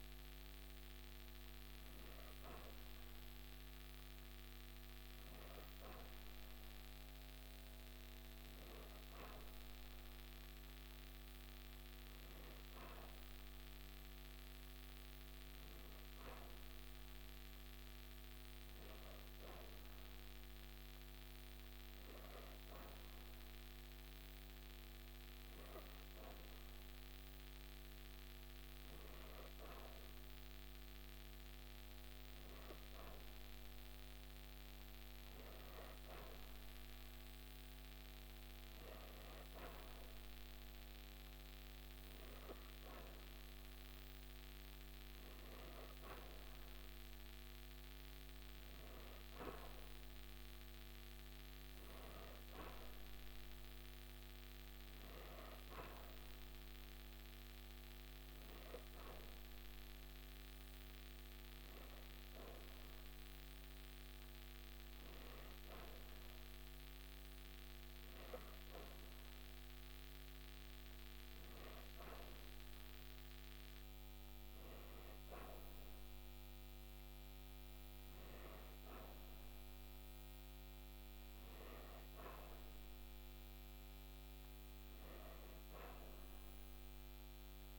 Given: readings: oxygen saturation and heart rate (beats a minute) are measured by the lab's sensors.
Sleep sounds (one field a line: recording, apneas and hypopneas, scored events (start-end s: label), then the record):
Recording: breathing in sleep, hard to hear, by a microphone on the trachea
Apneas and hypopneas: none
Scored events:
none scored
From the record:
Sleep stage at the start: N3 (deep sleep)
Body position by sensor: on the back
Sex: female